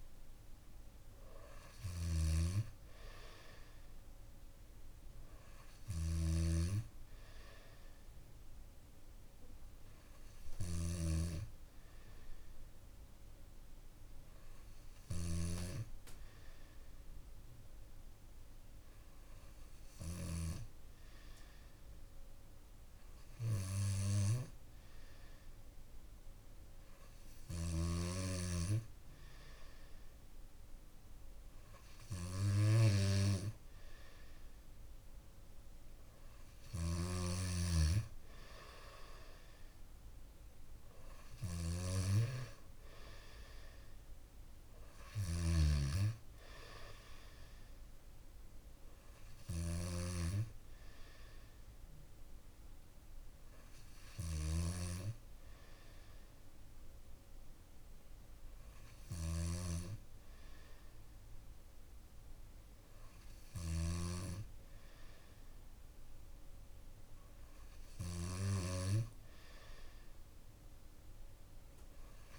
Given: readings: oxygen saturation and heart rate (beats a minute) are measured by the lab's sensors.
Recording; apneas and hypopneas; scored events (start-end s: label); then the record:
breathing in sleep by a room microphone; none
0.00-19.50 s: snoring (device-marked)
36.00-67.50 s: snoring (device-marked)
From the record:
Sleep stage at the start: N2 (light sleep); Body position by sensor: on the back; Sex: male